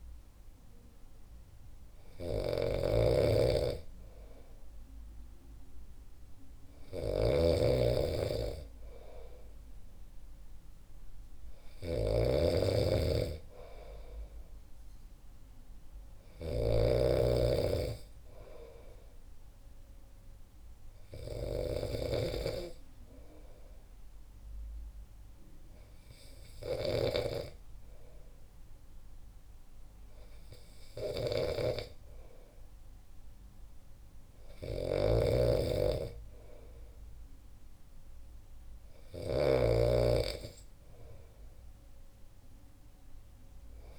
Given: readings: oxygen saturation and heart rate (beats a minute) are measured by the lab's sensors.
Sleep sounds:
breathing in sleep by a room microphone; none
0.00-43.99 s: snoring (device-marked)
From the record:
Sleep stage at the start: N2 (light sleep); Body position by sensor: on the back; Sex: male

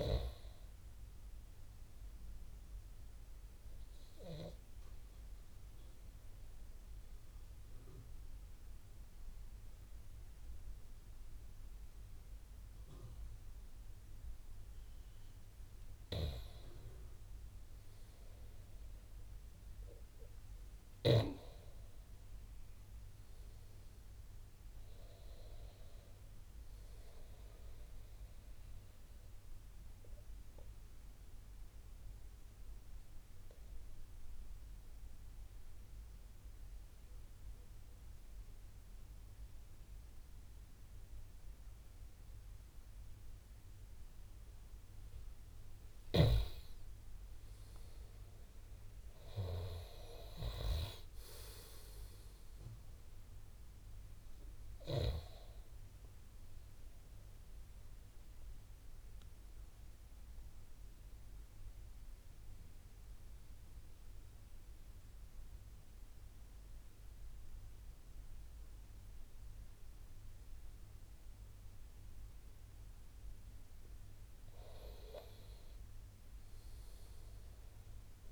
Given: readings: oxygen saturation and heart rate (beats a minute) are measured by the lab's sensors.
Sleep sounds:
breathing in sleep by a room microphone; 3
3.00-15.50 s: obstructive apnea (oxygen 95% before, 91% lowest)
16.50-20.50 s: arousal
29.00-44.00 s: obstructive apnea (oxygen 95% before, 91% lowest)
46.50-50.50 s: arousal
58.00-74.00 s: obstructive apnea (oxygen 95% before, 90% lowest)
75.00-78.31 s: arousal
From the record:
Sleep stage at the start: N2 (light sleep); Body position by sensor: on the back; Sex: male

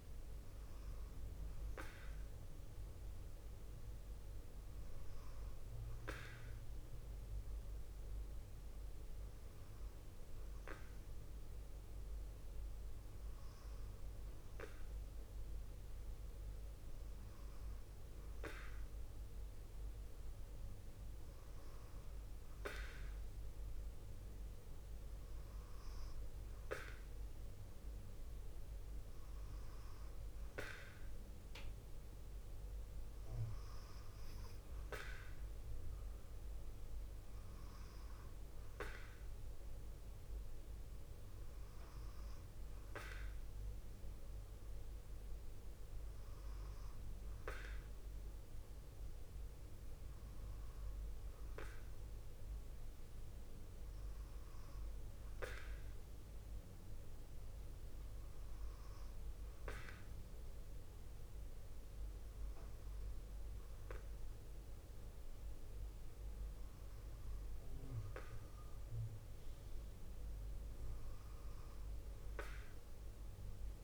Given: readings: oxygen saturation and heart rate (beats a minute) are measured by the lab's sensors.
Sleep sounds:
breathing in sleep by a room microphone; none
none scored
From the record:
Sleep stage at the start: N2 (light sleep); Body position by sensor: on the left side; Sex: female

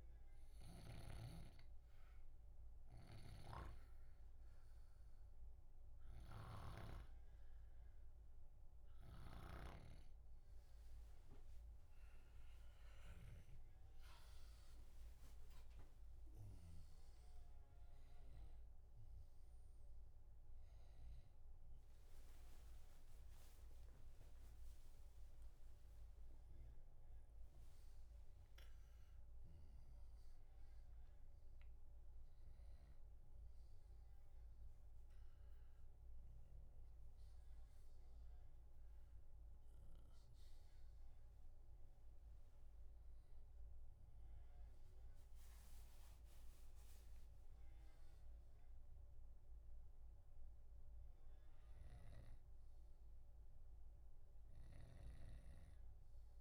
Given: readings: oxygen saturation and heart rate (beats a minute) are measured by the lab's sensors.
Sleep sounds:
a person awake in a sleep study, by a room microphone; none
0.00-1.00 s: snoring (device-marked)
3.00-17.00 s: snoring (device-marked)
10.00-40.00 s: new sleep stage, awake
21.00-30.00 s: oxygen desaturation (device-marked, oxygen 91% before, 88% lowest, heart rate 92 before, 71 extreme)
40.00-56.41 s: new sleep stage, N1 (lightest sleep)
52.00-55.50 s: snoring (device-marked)
From the record:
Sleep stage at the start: N2 (light sleep); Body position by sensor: on the back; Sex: male

